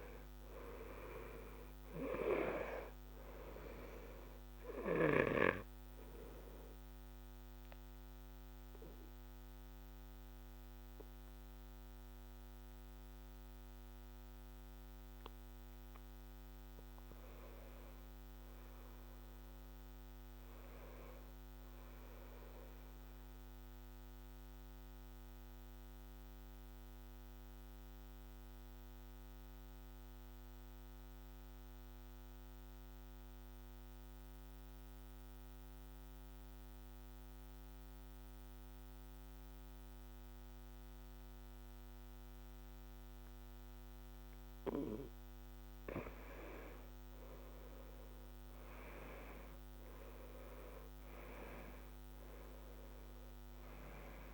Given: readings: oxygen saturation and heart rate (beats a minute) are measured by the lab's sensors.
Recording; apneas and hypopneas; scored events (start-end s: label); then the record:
breathing in sleep by a microphone on the trachea; 2
0.00-1.00 s: arousal
0.00-24.50 s: oxygen desaturation (device-marked, oxygen 88% lowest, heart rate 64 extreme)
5.50-15.50 s: obstructive apnea (oxygen 99% before, 87% lowest, heart rate 67 before, 64 extreme, up 1 after)
16.50-20.00 s: arousal
23.50-43.50 s: obstructive apnea (oxygen 96% before, 87% lowest, heart rate 70 before, 64 extreme, up 5 after)
45.50-50.50 s: arousal
46.50-54.34 s: oxygen desaturation (device-marked, oxygen 96% before, 87% lowest, heart rate 65 before, 64 extreme)
From the record:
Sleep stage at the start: N2 (light sleep); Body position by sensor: on the back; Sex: male